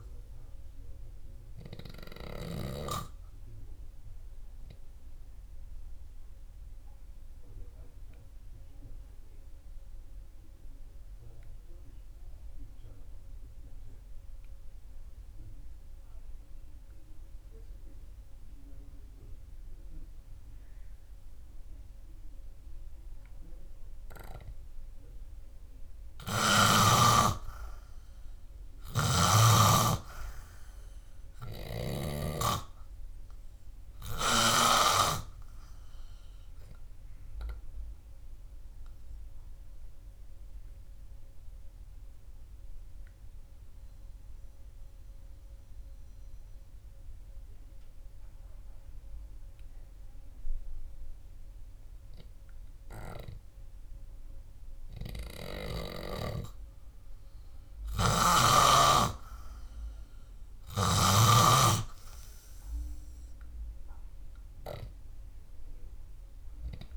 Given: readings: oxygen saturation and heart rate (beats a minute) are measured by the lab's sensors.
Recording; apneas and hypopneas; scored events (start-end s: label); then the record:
breathing in sleep by a room microphone; 2
0.00-3.50 s: snoring (device-marked)
6.00-25.50 s: obstructive apnea (oxygen 98% before, 91% lowest, heart rate 64 before, 57 extreme, up 11 after)
24.00-50.00 s: oxygen desaturation (device-marked, oxygen 97% before, 91% lowest, heart rate 64 before, 61 extreme)
28.00-31.00 s: arousal
29.50-33.00 s: snoring (device-marked)
39.00-54.00 s: obstructive apnea (oxygen 97% before, 91% lowest, heart rate 63 before, 61 extreme, up 0 after)
57.00-66.97 s: oxygen desaturation (device-marked, oxygen 97% before, 93% lowest, heart rate 66 before, 57 extreme)
58.00-61.00 s: arousal
From the record:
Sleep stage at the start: N3 (deep sleep); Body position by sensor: on the back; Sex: male